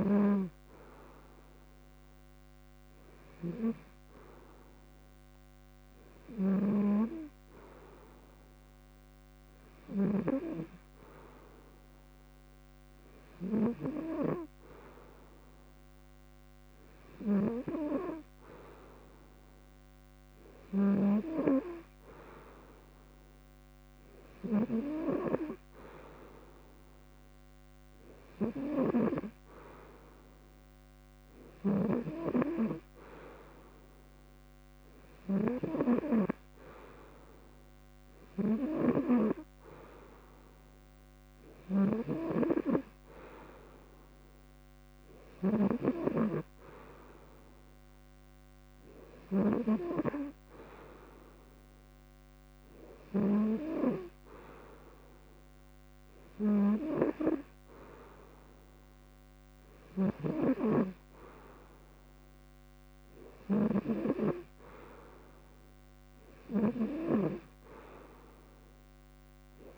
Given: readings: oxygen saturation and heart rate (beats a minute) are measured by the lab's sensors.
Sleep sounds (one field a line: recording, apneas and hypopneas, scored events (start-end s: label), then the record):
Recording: breathing in sleep by a microphone on the trachea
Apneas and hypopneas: none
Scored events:
41.50-46.00 s: snoring (device-marked)
59.50-69.50 s: snoring (device-marked)
From the record:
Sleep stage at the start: N2 (light sleep)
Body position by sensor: on the front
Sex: male